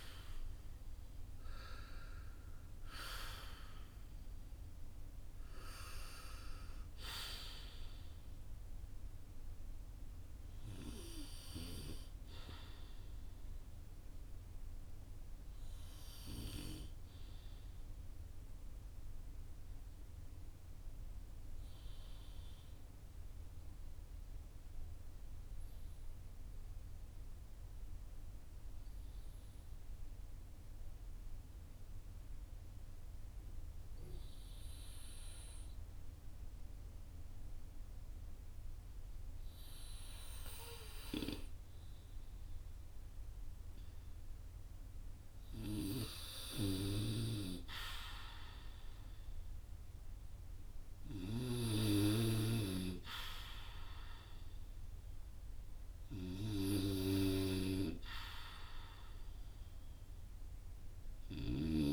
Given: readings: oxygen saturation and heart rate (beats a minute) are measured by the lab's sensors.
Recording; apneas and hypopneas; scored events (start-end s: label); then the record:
breathing in sleep by a room microphone; 1
16.00-44.50 s: obstructive apnea (oxygen 97% before, 92% lowest, heart rate 58 before, 50 extreme, up 5 after)
20.00-36.00 s: oxygen desaturation (device-marked, oxygen 95% before, 92% lowest, heart rate 57 before, 50 extreme)
46.50-50.50 s: arousal
60.00-61.93 s: snoring (device-marked)
From the record:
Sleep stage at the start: N2 (light sleep); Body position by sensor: on the right side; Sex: male